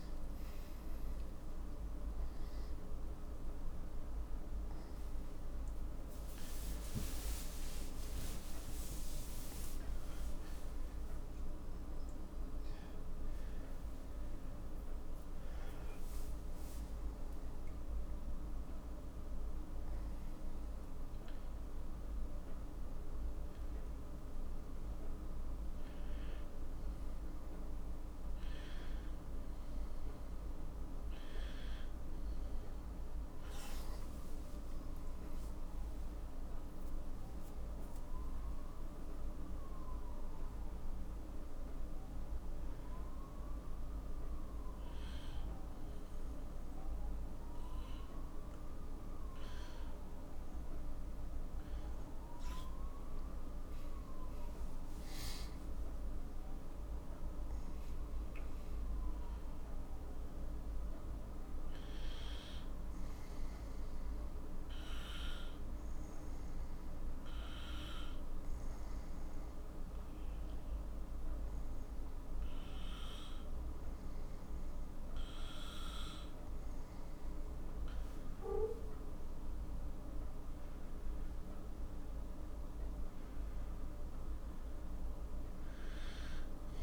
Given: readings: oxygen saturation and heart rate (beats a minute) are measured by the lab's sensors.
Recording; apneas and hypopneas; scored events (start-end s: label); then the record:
a person partly awake in a sleep study, hard to hear, by a room microphone; 2
2.00-32.00 s: new sleep stage, awake
32.00-62.00 s: new sleep stage, N1 (lightest sleep)
42.00-53.00 s: hypopnea (oxygen 98% before, 92% lowest, heart rate 60 before, 49 extreme, up 15 after)
55.50-59.00 s: arousal
62.00-86.83 s: new sleep stage, N2 (light sleep)
64.00-75.00 s: hypopnea (oxygen 96% before, 91% lowest, heart rate 56 before, 50 extreme, up 4 after)
78.50-83.50 s: arousal
From the record:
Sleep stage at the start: N2 (light sleep); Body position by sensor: on the right side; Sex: male